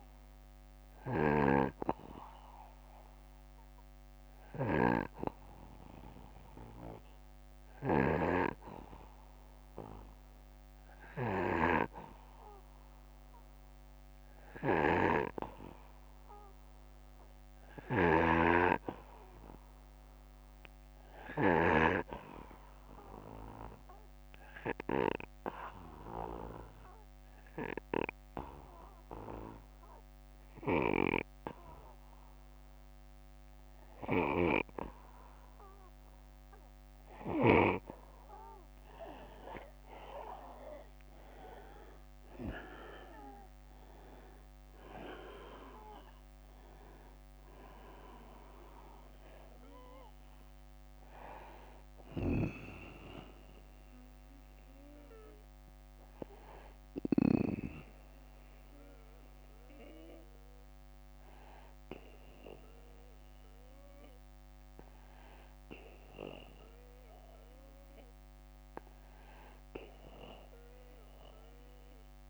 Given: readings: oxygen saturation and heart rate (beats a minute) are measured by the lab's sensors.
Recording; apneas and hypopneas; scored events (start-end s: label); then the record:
breathing in sleep by a microphone on the trachea; 1
0.00-21.00 s: snoring (device-marked)
5.00-34.00 s: obstructive apnea (oxygen 95% before, 87% lowest, heart rate 63 before, 60 extreme, up 1 after)
28.00-54.00 s: oxygen desaturation (device-marked, oxygen 93% before, 87% lowest, heart rate 62 before, 60 extreme)
30.00-37.00 s: snoring (device-marked)
39.50-44.00 s: arousal
51.00-56.50 s: snoring (device-marked)
From the record:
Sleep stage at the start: N2 (light sleep); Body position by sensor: on the back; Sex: male